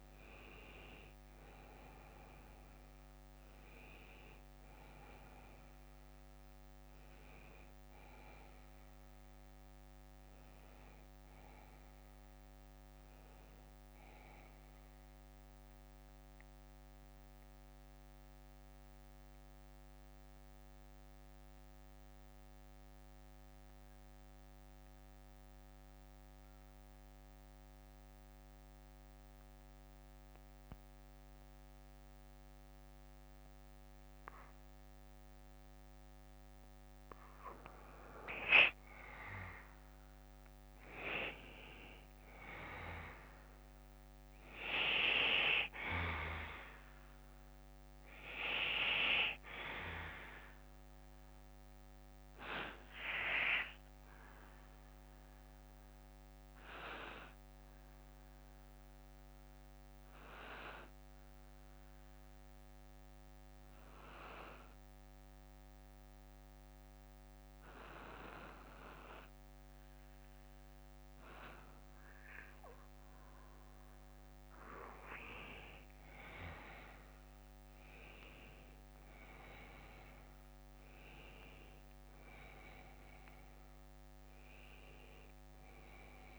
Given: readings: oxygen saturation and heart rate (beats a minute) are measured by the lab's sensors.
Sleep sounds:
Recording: breathing in sleep by a microphone on the trachea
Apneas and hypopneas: 2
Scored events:
14.50-19.50 s: oxygen desaturation (device-marked, oxygen 97% before, 94% lowest, heart rate 66 before, 52 extreme)
15.50-26.50 s: bradycardia (device-marked, heart rate 60 before, 52 extreme)
15.50-38.50 s: central apnea (oxygen 98% before, 91% lowest, heart rate 66 before, 53 extreme, up 7 after)
27.50-29.50 s: bradycardia (device-marked, heart rate 60 before, 56 extreme)
32.50-34.50 s: bradycardia (device-marked, heart rate 60 before, 65 extreme)
41.50-46.50 s: arousal
43.50-71.50 s: oxygen desaturation (device-marked, oxygen 99% before, 91% lowest, heart rate 60 before, 53 extreme)
47.50-49.50 s: bradycardia (device-marked, heart rate 60 before, 56 extreme)
55.50-69.50 s: bradycardia (device-marked, heart rate 60 before, 53 extreme)
57.50-74.00 s: central apnea (oxygen 99% before, 91% lowest, heart rate 61 before, 48 extreme, up 11 after)
77.00-81.50 s: arousal
From the record:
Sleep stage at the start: N2 (light sleep)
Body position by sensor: on the back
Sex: male

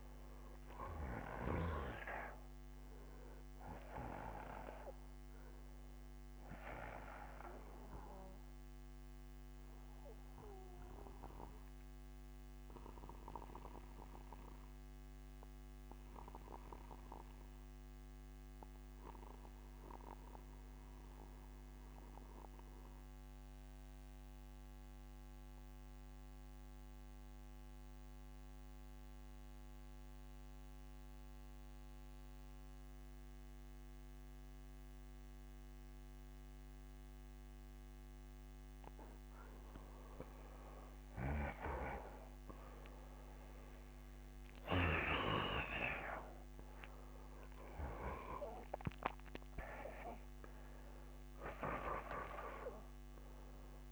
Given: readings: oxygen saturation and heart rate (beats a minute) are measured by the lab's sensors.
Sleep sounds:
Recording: breathing in sleep by a microphone on the trachea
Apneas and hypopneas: 1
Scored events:
0.00-6.00 s: oxygen desaturation (device-marked, oxygen 91% lowest, heart rate 57 extreme)
7.00-28.00 s: bradycardia (device-marked, heart rate 65 before, 57 extreme)
9.00-37.00 s: obstructive apnea (oxygen 95% before, 85% lowest, heart rate 62 before, 57 extreme, up 4 after)
28.00-44.00 s: oxygen desaturation (device-marked, oxygen 96% before, 89% lowest, heart rate 58 before, 59 extreme)
42.00-46.50 s: arousal
49.00-53.92 s: oxygen desaturation (device-marked, oxygen 92% before, 85% lowest, heart rate 62 before, 59 extreme)
From the record:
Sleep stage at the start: N2 (light sleep)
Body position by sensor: on the back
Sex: male

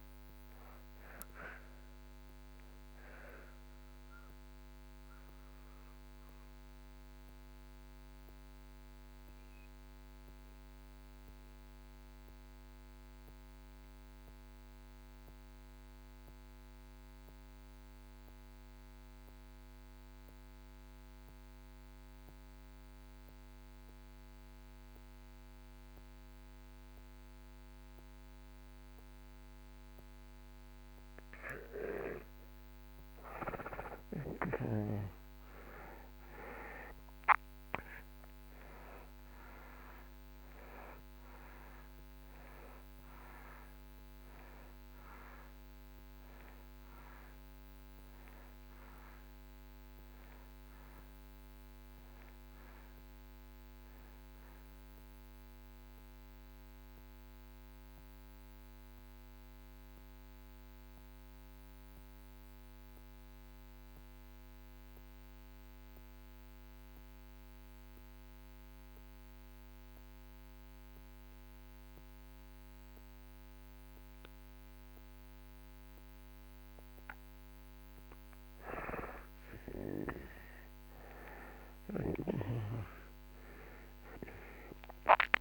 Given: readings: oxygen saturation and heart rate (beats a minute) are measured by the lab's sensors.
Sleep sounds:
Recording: breathing in sleep by a microphone on the trachea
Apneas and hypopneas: 2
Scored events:
0.00-26.50 s: oxygen desaturation (device-marked, oxygen 78% lowest)
2.50-31.00 s: mixed apnea (oxygen 96% before, 74% lowest)
32.50-74.50 s: oxygen desaturation (device-marked, oxygen 98% before, 74% lowest)
33.00-38.00 s: arousal
58.50-77.50 s: mixed apnea (oxygen 97% before, 74% lowest)
82.50-85.41 s: arousal
83.50-85.41 s: oxygen desaturation (device-marked, oxygen 97% before, 79% lowest)
From the record:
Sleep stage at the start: N2 (light sleep)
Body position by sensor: on the back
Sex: male

